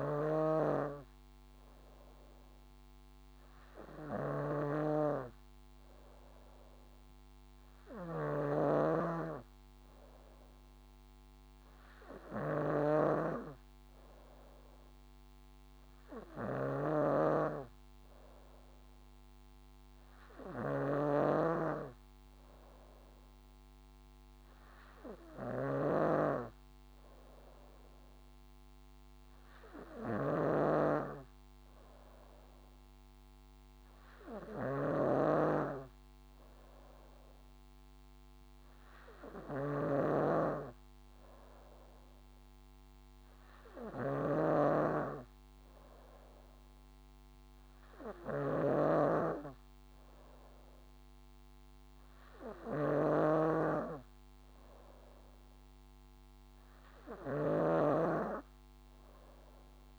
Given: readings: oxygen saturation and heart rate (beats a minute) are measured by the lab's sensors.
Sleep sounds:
breathing in sleep by a microphone on the trachea; none
0.00-9.50 s: snoring (device-marked)
16.50-59.99 s: snoring (device-marked)
From the record:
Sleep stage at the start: N3 (deep sleep); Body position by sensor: on the back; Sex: female

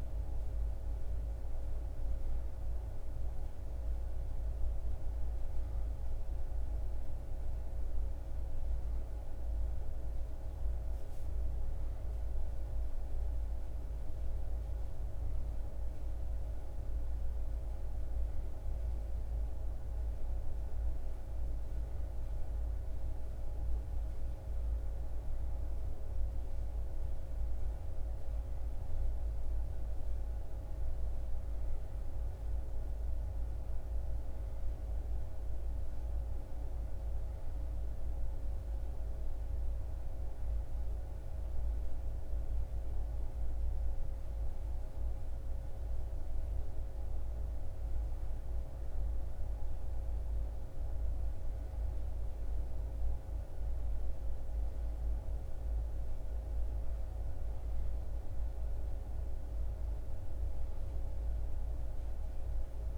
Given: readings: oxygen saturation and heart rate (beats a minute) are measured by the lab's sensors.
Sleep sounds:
breathing in sleep, hard to hear, by a room microphone; none
none scored
From the record:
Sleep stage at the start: N2 (light sleep); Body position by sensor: on the back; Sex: male

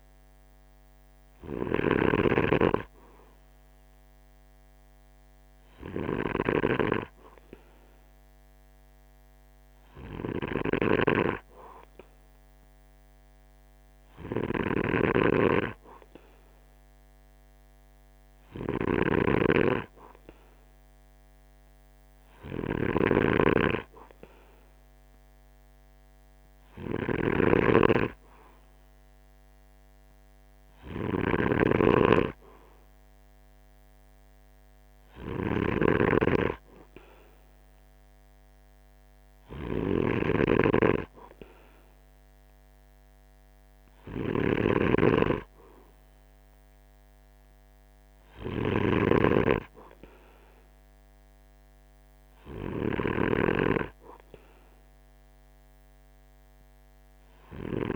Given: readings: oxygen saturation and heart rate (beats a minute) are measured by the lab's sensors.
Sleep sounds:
breathing in sleep by a microphone on the trachea; none
0.00-57.96 s: snoring (device-marked)
From the record:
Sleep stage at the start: N2 (light sleep); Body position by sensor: on the right side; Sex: male

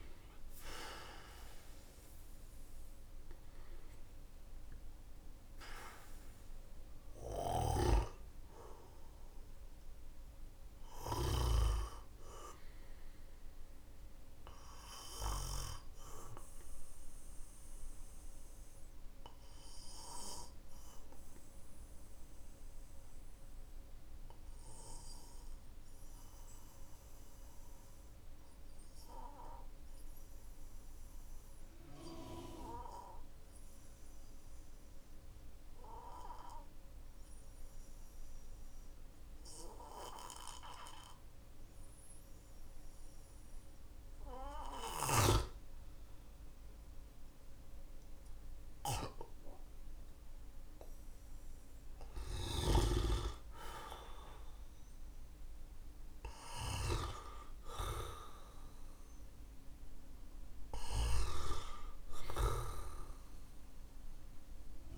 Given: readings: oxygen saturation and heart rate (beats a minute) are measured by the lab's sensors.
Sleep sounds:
breathing in sleep by a room microphone; 1
0.00-32.00 s: oxygen desaturation (device-marked, oxygen 93% lowest, heart rate 46 extreme)
7.00-11.00 s: snoring (device-marked)
19.00-50.50 s: obstructive apnea (oxygen 97% before, 93% lowest, heart rate 54 before, 45 extreme, up 11 after)
53.50-57.50 s: arousal
60.00-64.98 s: oxygen desaturation (device-marked, oxygen 97% before, 94% lowest, heart rate 57 before, 46 extreme)
From the record:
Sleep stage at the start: N2 (light sleep); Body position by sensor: on the back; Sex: male

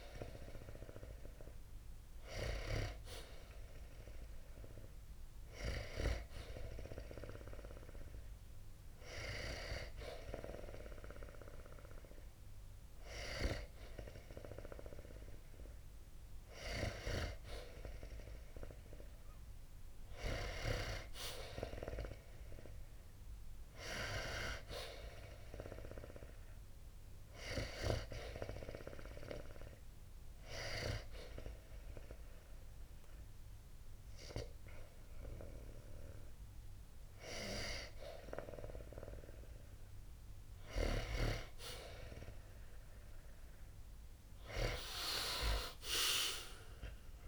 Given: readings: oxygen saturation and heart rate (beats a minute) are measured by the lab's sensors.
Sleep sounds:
breathing in sleep by a room microphone; 2
6.00-16.00 s: hypopnea (oxygen 94% before, 90% lowest, heart rate 63 before, 60 extreme, up 0 after)
20.50-24.00 s: arousal
27.50-38.50 s: hypopnea (oxygen 93% before, 90% lowest, heart rate 68 before, 61 extreme, up 22 after)
40.50-44.50 s: arousal
From the record:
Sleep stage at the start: N2 (light sleep); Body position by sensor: on the back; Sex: male

